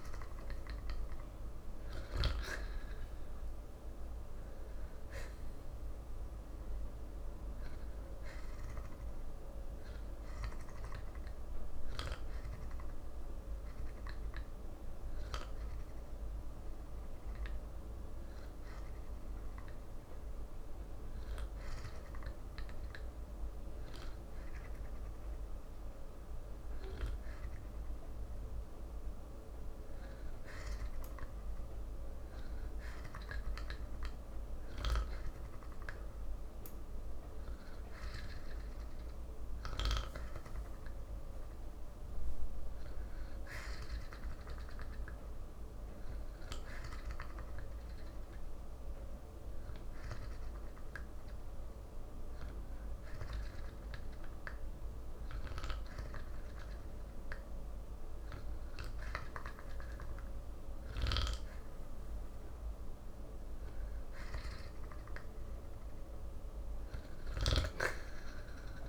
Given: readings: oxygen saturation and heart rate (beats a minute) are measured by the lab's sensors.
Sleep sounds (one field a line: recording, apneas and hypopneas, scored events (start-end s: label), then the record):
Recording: breathing in sleep by a room microphone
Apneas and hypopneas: 2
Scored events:
0.00-3.50 s: arousal
9.00-20.00 s: hypopnea (oxygen 94% before, 91% lowest, heart rate 81 before, 54 extreme, up 19 after)
22.00-25.00 s: arousal
48.50-58.50 s: hypopnea (oxygen 94% before, 91% lowest, heart rate 71 before, 55 extreme, up 46 after)
60.00-63.00 s: arousal
From the record:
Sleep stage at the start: N2 (light sleep)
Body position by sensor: on the back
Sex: male